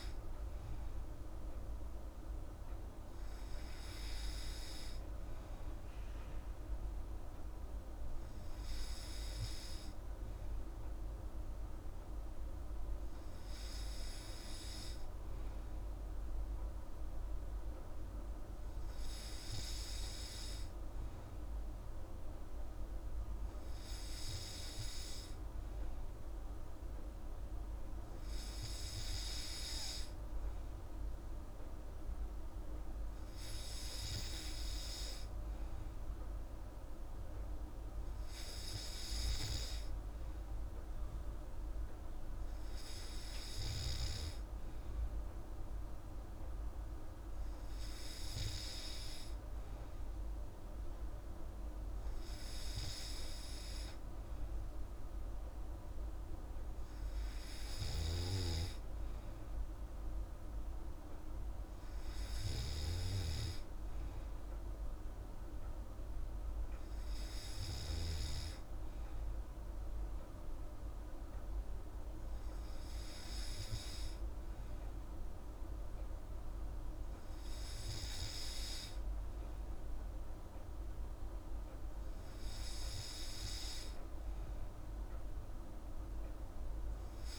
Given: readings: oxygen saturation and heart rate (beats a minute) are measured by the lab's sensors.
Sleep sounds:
breathing in sleep, hard to hear, by a room microphone; none
none scored
From the record:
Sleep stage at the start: N3 (deep sleep); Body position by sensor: on the back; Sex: female

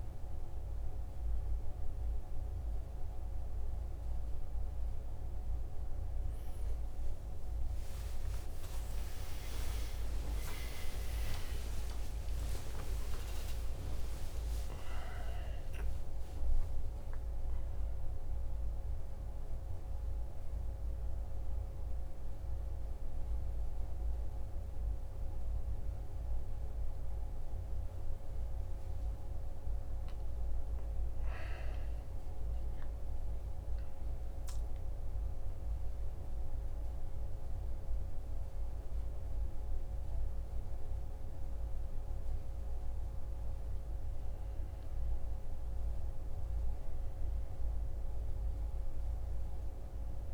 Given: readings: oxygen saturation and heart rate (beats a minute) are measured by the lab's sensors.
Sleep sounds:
a person partly awake in a sleep study, by a room microphone; 1
22.00-50.34 s: new sleep stage, N1 (lightest sleep)
31.00-42.50 s: central apnea (oxygen 96% before, 96% lowest, heart rate 52 before, 46 extreme, up 2 after)
45.00-49.50 s: arousal
From the record:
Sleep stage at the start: awake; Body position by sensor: on the right side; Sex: male

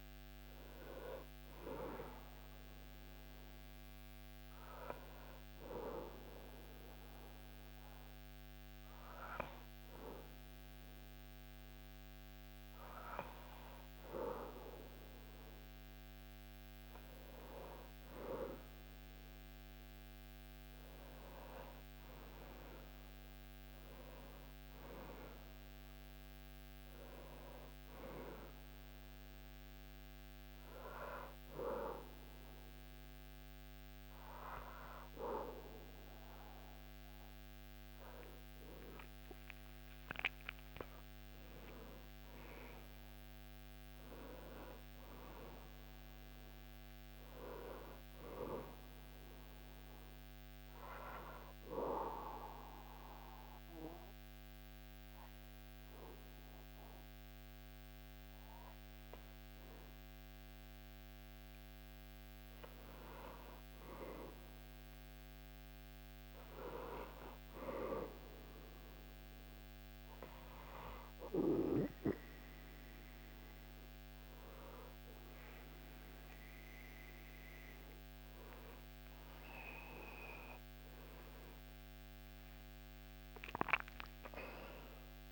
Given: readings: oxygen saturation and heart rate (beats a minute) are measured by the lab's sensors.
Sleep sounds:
breathing in sleep by a microphone on the trachea; 1
30.00-85.32 s: new sleep stage, N2 (light sleep)
38.00-42.50 s: arousal
49.00-62.50 s: hypopnea (oxygen 98% before, 96% lowest, heart rate 81 before, 77 extreme, up 1 after)
66.00-71.50 s: arousal
From the record:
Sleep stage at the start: N1 (lightest sleep); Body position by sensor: on the back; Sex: male

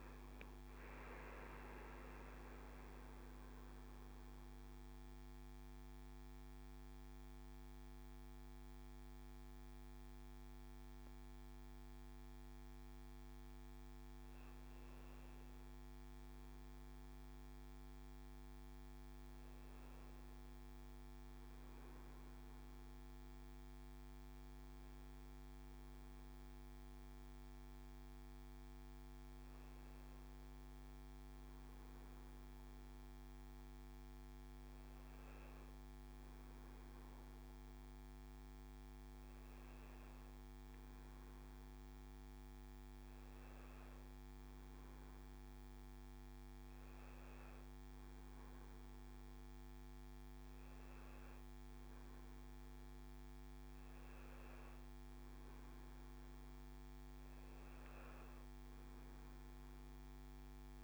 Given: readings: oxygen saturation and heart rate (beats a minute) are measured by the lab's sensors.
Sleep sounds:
breathing in sleep, hard to hear, by a microphone on the trachea; none
0.00-1.50 s: arousal
55.50-60.84 s: new sleep stage, N2 (light sleep)
From the record:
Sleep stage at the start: N1 (lightest sleep); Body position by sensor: on the back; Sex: male

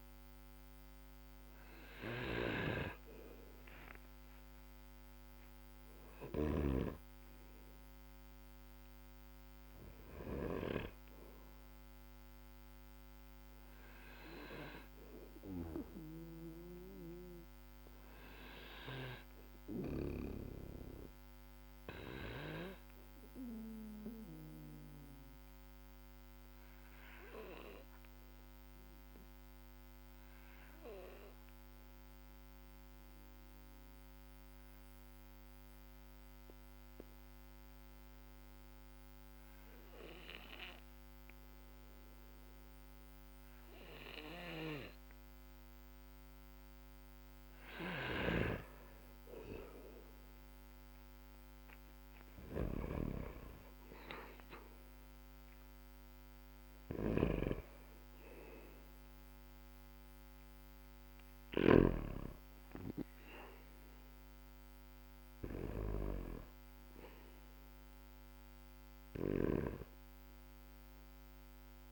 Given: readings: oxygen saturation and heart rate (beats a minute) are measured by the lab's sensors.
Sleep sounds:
breathing in sleep by a microphone on the trachea; 1
0.00-6.50 s: snoring (device-marked)
5.00-15.00 s: oxygen desaturation (device-marked, oxygen 99% before, 95% lowest, heart rate 53 before, 47 extreme)
15.00-19.50 s: snoring (device-marked)
27.50-46.50 s: obstructive apnea (oxygen 99% before, 93% lowest, heart rate 54 before, 48 extreme, up 15 after)
47.50-69.50 s: snoring (device-marked)
50.50-55.50 s: arousal
63.00-71.92 s: oxygen desaturation (device-marked, oxygen 96% before, 93% lowest, heart rate 57 before, 48 extreme)
From the record:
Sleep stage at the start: N2 (light sleep); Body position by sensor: on the back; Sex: male

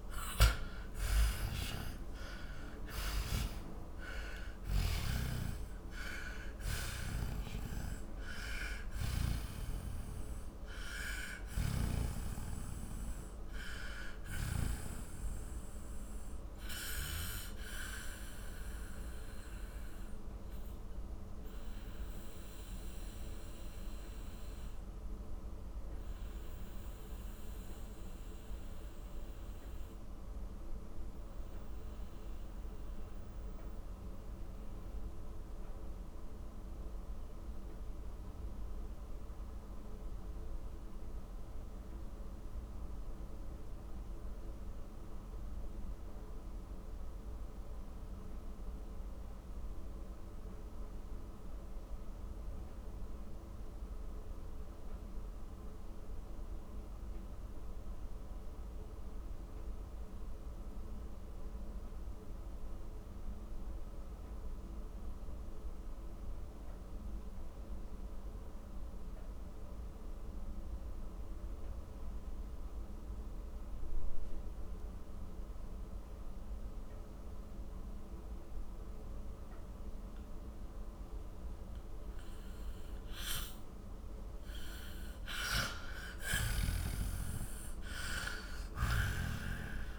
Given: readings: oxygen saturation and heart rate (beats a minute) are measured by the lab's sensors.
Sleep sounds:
breathing in sleep by a room microphone; 1
0.00-44.00 s: oxygen desaturation (device-marked, oxygen 79% lowest, heart rate 40 extreme)
1.00-5.00 s: snoring (device-marked)
9.50-14.50 s: snoring (device-marked)
16.50-85.50 s: mixed apnea (oxygen 95% before, 79% lowest, heart rate 67 before, 33 extreme, up 37 after)
72.00-89.99 s: oxygen desaturation (device-marked, oxygen 99% before, 82% lowest, heart rate 47 before, 33 extreme)
86.50-89.99 s: snoring (device-marked)
88.00-89.99 s: arousal
From the record:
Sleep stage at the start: N2 (light sleep); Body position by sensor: on the back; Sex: male

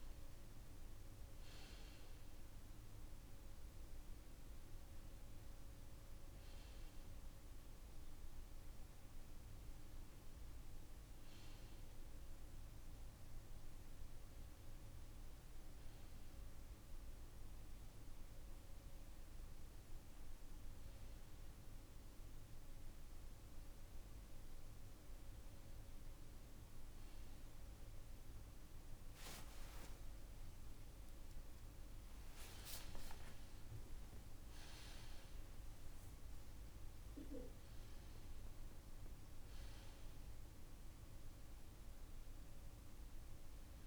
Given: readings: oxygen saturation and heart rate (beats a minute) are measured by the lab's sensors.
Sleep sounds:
a person partly awake in a sleep study, hard to hear, by a room microphone; none
30.00-43.87 s: new sleep stage, awake
From the record:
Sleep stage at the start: N1 (lightest sleep); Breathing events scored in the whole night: 217 in 6.2 hours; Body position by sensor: on the right side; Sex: male

